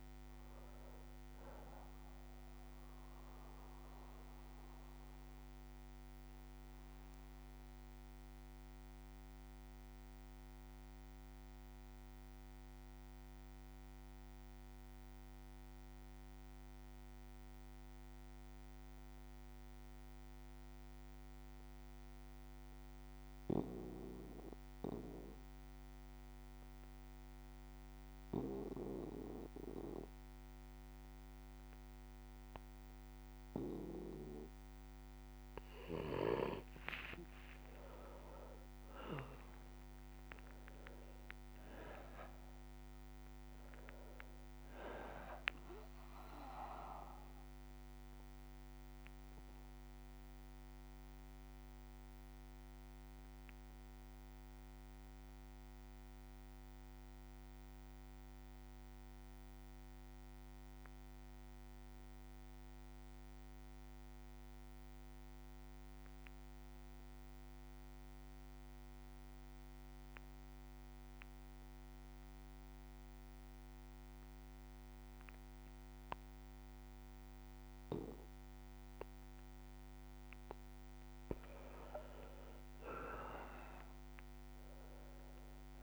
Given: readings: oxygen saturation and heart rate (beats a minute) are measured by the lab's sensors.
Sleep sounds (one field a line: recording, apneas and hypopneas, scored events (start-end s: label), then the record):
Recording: breathing in sleep by a microphone on the trachea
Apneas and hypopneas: 2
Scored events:
0.00-17.00 s: oxygen desaturation (device-marked, oxygen 92% lowest, heart rate 56 extreme)
3.00-24.00 s: bradycardia (device-marked, heart rate 60 before, 56 extreme)
3.00-34.00 s: obstructive apnea (oxygen 99% before, 92% lowest, heart rate 61 before, 56 extreme, up 13 after)
32.00-62.00 s: oxygen desaturation (device-marked, oxygen 99% before, 92% lowest, heart rate 59 before, 56 extreme)
36.00-39.50 s: arousal
48.00-77.00 s: bradycardia (device-marked, heart rate 60 before, 56 extreme)
49.00-79.50 s: obstructive apnea (oxygen 99% before, 91% lowest, heart rate 64 before, 56 extreme, up 24 after)
76.00-85.83 s: oxygen desaturation (device-marked, oxygen 99% before, 91% lowest, heart rate 57 before, 58 extreme)
81.50-83.50 s: long interval between heartbeats (device-marked, heart rate 58 before, 69 extreme)
82.50-85.83 s: arousal
From the record:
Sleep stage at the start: N2 (light sleep)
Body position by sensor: on the back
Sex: male